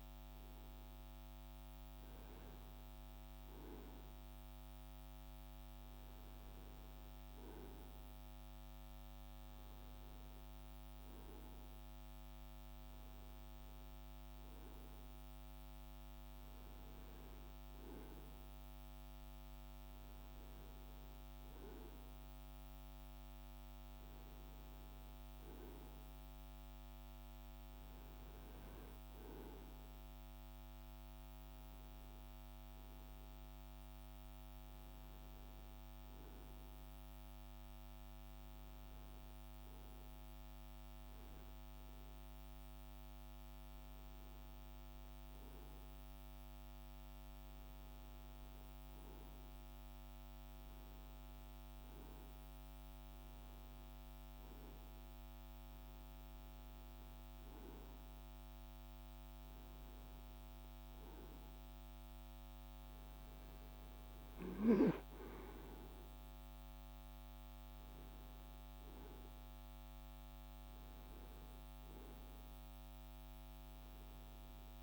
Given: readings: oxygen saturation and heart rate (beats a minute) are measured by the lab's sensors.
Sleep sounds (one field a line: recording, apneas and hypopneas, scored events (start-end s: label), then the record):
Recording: breathing in sleep, hard to hear, by a microphone on the trachea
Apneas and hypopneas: none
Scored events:
none scored
From the record:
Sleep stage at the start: N2 (light sleep)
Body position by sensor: on the right side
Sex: male